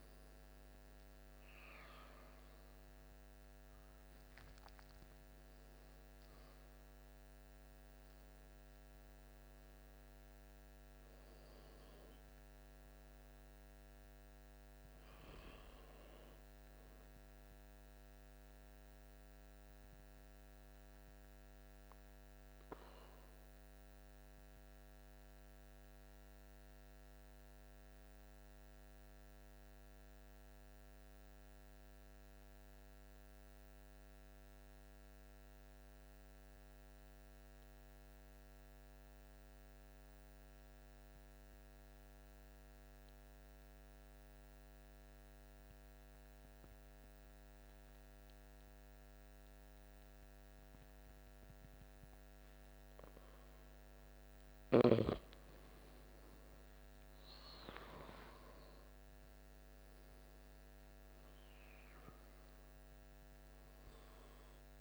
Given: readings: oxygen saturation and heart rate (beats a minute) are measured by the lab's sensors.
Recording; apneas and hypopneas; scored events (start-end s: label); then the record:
breathing in sleep, hard to hear, by a microphone on the trachea; 1
0.00-1.50 s: arousal
0.00-25.50 s: oxygen desaturation (device-marked, oxygen 82% lowest, heart rate 51 extreme)
22.50-53.50 s: obstructive apnea (oxygen 94% before, 84% lowest, heart rate 60 before, 52 extreme, up 10 after)
46.50-64.81 s: oxygen desaturation (device-marked, oxygen 99% before, 84% lowest, heart rate 53 before, 52 extreme)
56.00-61.00 s: arousal
From the record:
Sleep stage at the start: N2 (light sleep); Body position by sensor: on the back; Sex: male